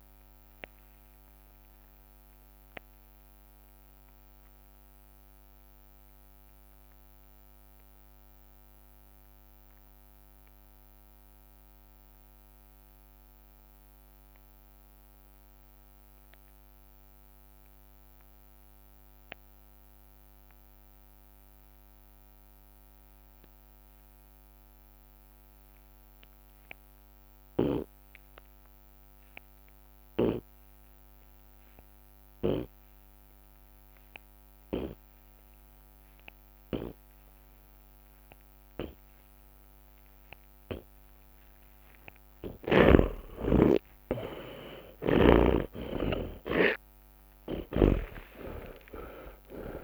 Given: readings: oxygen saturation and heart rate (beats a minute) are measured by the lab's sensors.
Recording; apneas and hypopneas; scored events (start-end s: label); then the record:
breathing in sleep by a microphone on the trachea; 1
0.00-1.00 s: long interval between heartbeats (device-marked)
1.50-3.50 s: long interval between heartbeats (device-marked, heart rate 38 before, 62 extreme)
2.50-41.00 s: obstructive apnea (oxygen 96% before, 70% lowest)
4.50-6.50 s: long interval between heartbeats (device-marked, heart rate 45 before, 48 extreme)
15.50-16.50 s: drop in pulse transit time (device-marked)
15.50-30.50 s: oxygen desaturation (device-marked, oxygen 97% before, 70% lowest)
21.50-25.50 s: drop in pulse transit time (device-marked, heart rate 33 before, 29 extreme)
23.50-25.50 s: long interval between heartbeats (device-marked, heart rate 30 before, 36 extreme)
27.50-31.50 s: drop in pulse transit time (device-marked)
42.50-44.50 s: long interval between heartbeats (device-marked, heart rate 32 before, 46 extreme)
46.00-48.00 s: long interval between heartbeats (device-marked, heart rate 35 before, 85 extreme)
46.50-49.84 s: tachycardia (device-marked, heart rate 52 before, 167 extreme)
47.50-49.84 s: snoring (device-marked)
48.00-49.84 s: arousal
48.50-49.84 s: drop in pulse transit time (device-marked, heart rate 42 before, 67 extreme)
From the record:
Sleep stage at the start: N2 (light sleep); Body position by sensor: on the back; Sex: male